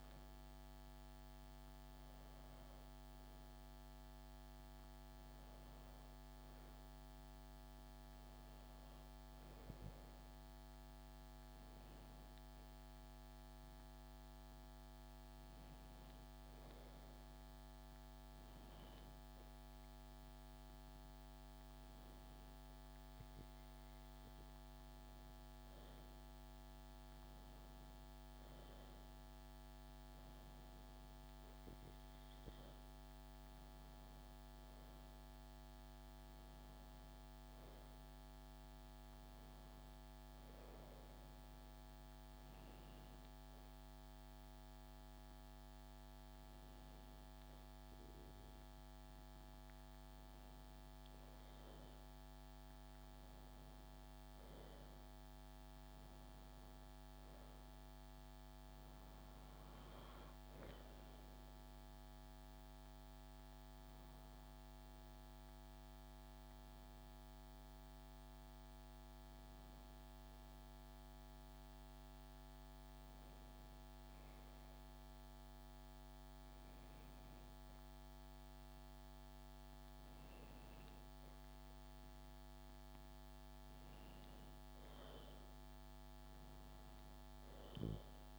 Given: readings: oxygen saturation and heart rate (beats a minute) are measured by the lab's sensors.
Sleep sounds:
breathing in sleep, hard to hear, by a microphone on the trachea; 1
60.50-65.00 s: arousal
71.50-82.50 s: hypopnea (oxygen 94% before, 94% lowest, heart rate 76 before, 72 extreme, up 4 after)
84.50-88.39 s: arousal
From the record:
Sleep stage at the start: N2 (light sleep); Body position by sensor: on the back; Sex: female

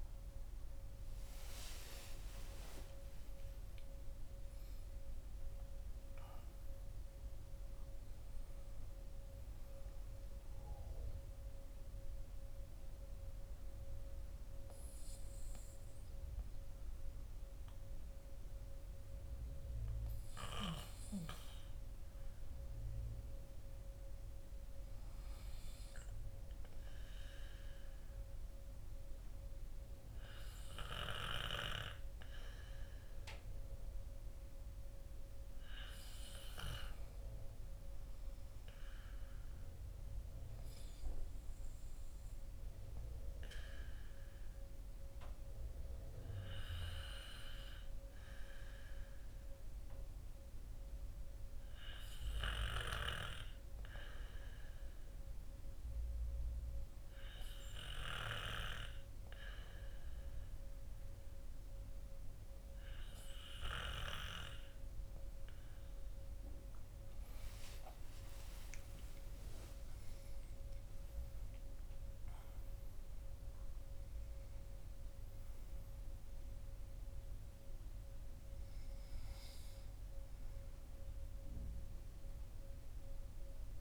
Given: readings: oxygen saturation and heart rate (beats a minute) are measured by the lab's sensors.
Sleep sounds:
breathing in sleep by a room microphone; 1
1.00-5.50 s: arousal
50.50-64.00 s: hypopnea (oxygen 97% before, 95% lowest, heart rate 54 before, 46 extreme, up 25 after)
67.00-71.00 s: arousal
From the record:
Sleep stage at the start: N2 (light sleep); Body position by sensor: on the back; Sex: male

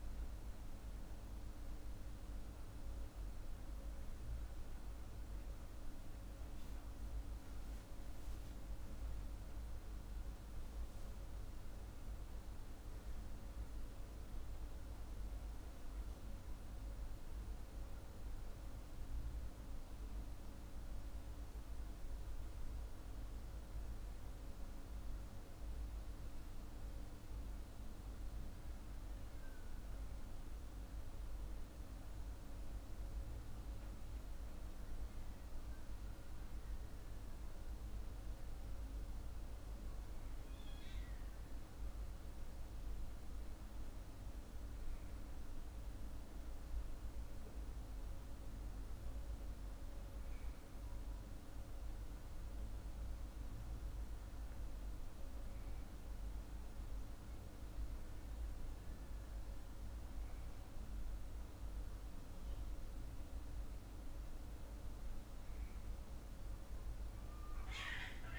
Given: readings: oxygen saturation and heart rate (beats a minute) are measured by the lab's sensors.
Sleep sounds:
breathing in sleep, hard to hear, by a room microphone; none
none scored
From the record:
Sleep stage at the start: N2 (light sleep); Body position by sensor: on the back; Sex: male

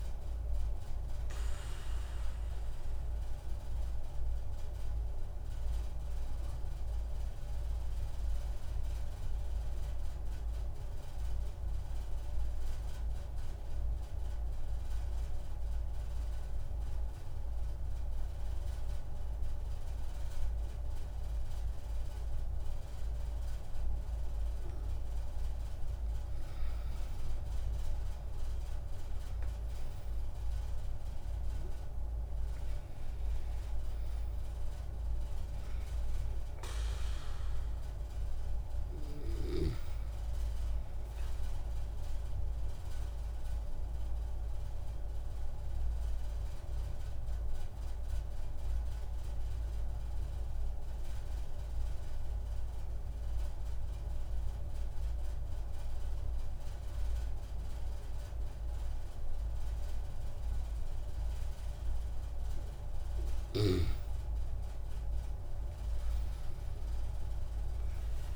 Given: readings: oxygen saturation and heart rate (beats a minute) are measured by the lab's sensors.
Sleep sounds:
breathing in sleep, hard to hear, by a room microphone; 2
0.00-15.00 s: oxygen desaturation (device-marked, oxygen 93% lowest)
3.00-24.00 s: obstructive apnea (oxygen 97% before, 93% lowest)
25.50-30.00 s: arousal
33.00-47.00 s: oxygen desaturation (device-marked, oxygen 96% before, 93% lowest)
44.00-62.50 s: obstructive apnea (oxygen 98% before, 92% lowest)
63.00-68.36 s: oxygen desaturation (device-marked, oxygen 98% before, 94% lowest)
64.50-68.00 s: arousal
From the record:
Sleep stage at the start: N2 (light sleep); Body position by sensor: on the back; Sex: male

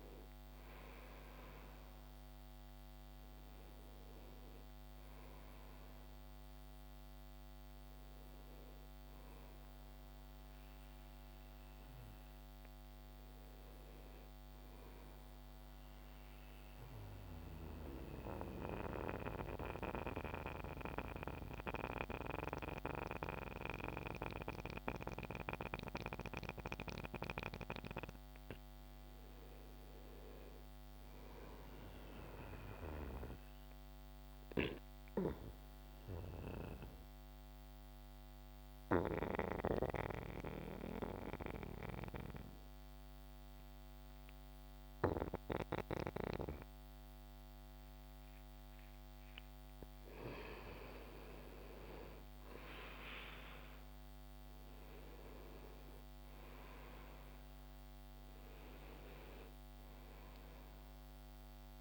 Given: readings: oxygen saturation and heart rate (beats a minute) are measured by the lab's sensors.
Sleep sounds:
breathing in sleep by a microphone on the trachea; 2
0.50-26.50 s: oxygen desaturation (device-marked, oxygen 97% before, 87% lowest)
16.00-28.00 s: central apnea (oxygen 98% before, 87% lowest)
29.50-32.50 s: arousal
34.50-49.50 s: obstructive apnea (oxygen 98% before, 87% lowest)
42.50-51.50 s: oxygen desaturation (device-marked, oxygen 98% before, 94% lowest)
51.00-54.50 s: arousal
53.50-61.81 s: oxygen desaturation (device-marked, oxygen 96% before, 88% lowest)
From the record:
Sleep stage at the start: N2 (light sleep); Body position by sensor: on the back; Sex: male

